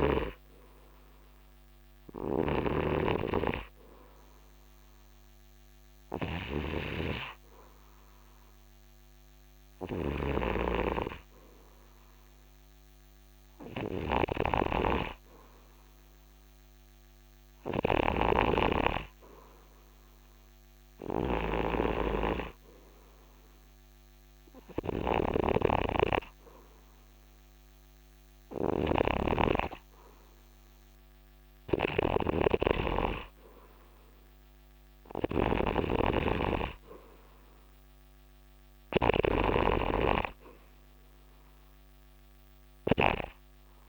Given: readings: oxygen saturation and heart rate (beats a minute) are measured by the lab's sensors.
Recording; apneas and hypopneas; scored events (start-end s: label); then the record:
breathing in sleep by a microphone on the trachea; 1
0.00-43.89 s: snoring (device-marked)
1.50-13.00 s: hypopnea (oxygen 92% before, 88% lowest, heart rate 78 before, 74 extreme, up 2 after)
15.50-18.00 s: arousal
18.00-43.89 s: new sleep stage, N3 (deep sleep)
From the record:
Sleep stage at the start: N2 (light sleep); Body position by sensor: on the right side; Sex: male